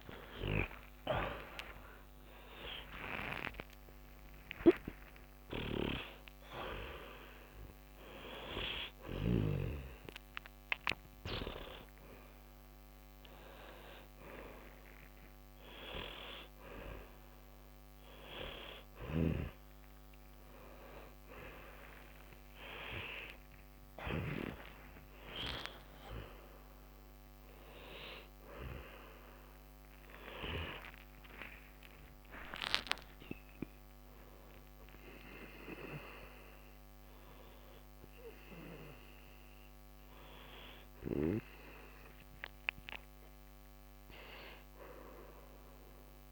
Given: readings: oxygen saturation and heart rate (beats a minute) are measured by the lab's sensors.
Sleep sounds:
a person awake in a sleep study, by a microphone on the trachea; none
30.00-46.32 s: new sleep stage, N1 (lightest sleep)
From the record:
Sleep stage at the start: awake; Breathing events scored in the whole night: 227 in 5.8 hours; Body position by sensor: on the back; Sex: male

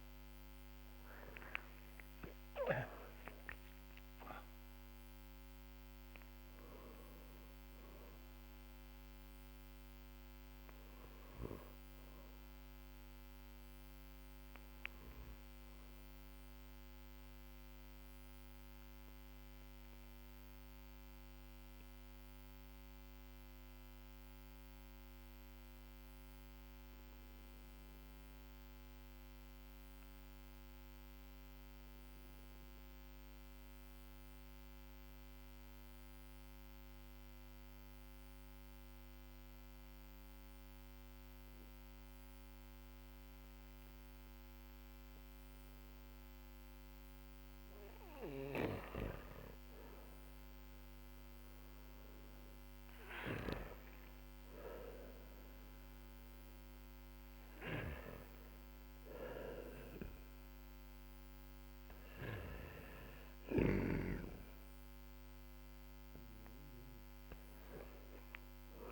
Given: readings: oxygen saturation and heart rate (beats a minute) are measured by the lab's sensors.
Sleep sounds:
breathing in sleep by a microphone on the trachea; 1
0.00-30.50 s: oxygen desaturation (device-marked, oxygen 92% lowest, heart rate 39 extreme)
1.00-7.00 s: arousal
17.50-48.00 s: obstructive apnea (oxygen 97% before, 92% lowest, heart rate 48 before, 42 extreme, up 13 after)
49.50-55.50 s: arousal
From the record:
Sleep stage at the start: N2 (light sleep); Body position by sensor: on the back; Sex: male

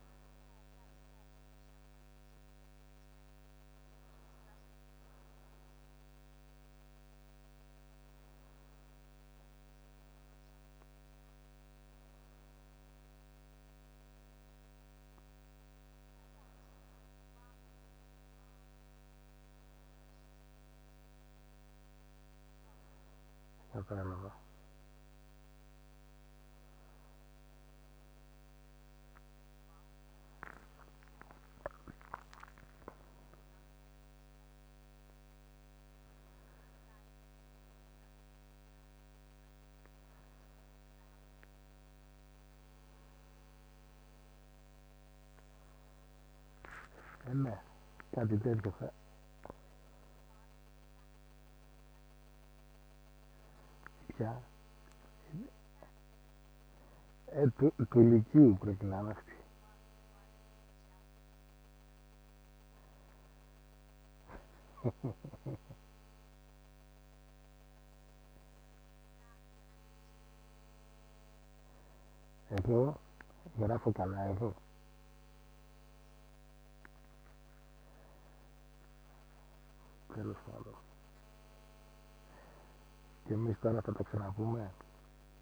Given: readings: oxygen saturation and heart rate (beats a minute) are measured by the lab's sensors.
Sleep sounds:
breathing in sleep by a microphone on the trachea; none
none scored
From the record:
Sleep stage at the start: N2 (light sleep); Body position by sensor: on the back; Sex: male

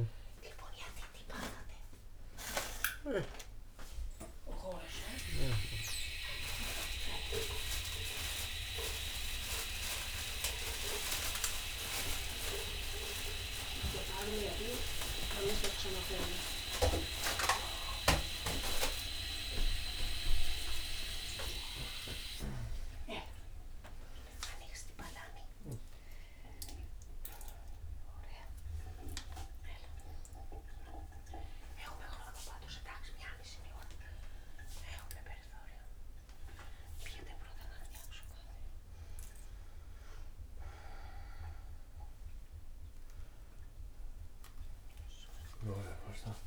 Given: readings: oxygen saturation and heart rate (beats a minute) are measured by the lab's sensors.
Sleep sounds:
a person awake in a sleep study, by a room microphone; none
none scored
From the record:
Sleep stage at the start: awake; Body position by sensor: on the right side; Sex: male

